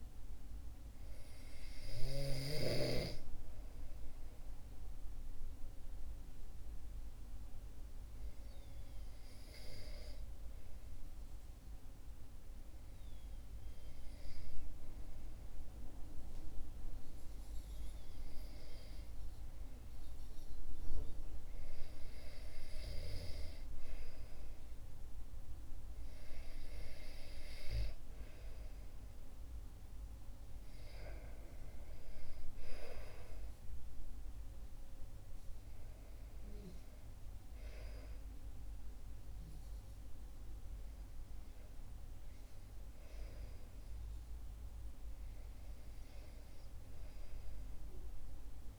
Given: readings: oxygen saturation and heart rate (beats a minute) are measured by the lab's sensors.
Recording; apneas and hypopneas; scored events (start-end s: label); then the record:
breathing in sleep by a room microphone; 1
5.00-19.00 s: hypopnea (oxygen 98% before, 94% lowest, heart rate 60 before, 59 extreme, up 2 after)
21.00-23.50 s: arousal
From the record:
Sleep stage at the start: REM sleep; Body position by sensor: on the back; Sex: male